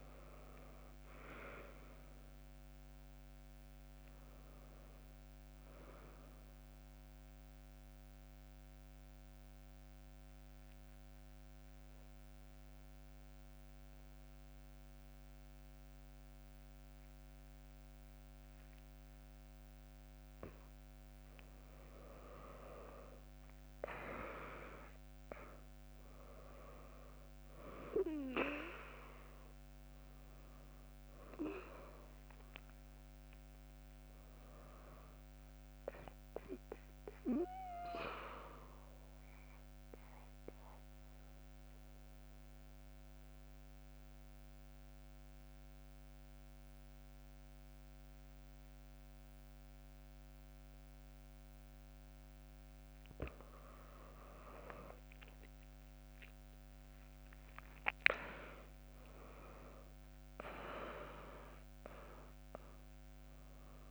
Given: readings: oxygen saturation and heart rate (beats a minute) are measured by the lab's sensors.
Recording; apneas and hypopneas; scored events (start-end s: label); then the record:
breathing in sleep by a microphone on the trachea; 2
0.00-9.50 s: drop in pulse transit time (device-marked, heart rate 67 extreme)
8.00-21.00 s: mixed apnea (oxygen 99% before, 96% lowest, heart rate 70 before, 60 extreme)
22.50-26.00 s: arousal
36.00-52.00 s: mixed apnea (oxygen 100% before, 96% lowest, heart rate 68 before, 63 extreme, up 15 after)
54.50-59.00 s: arousal
55.50-63.91 s: drop in pulse transit time (device-marked, heart rate 67 before, 68 extreme)
59.50-63.91 s: oxygen desaturation (device-marked, oxygen 99% before, 96% lowest, heart rate 67 before, 59 extreme)
From the record:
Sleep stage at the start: N2 (light sleep); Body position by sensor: on the back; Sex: female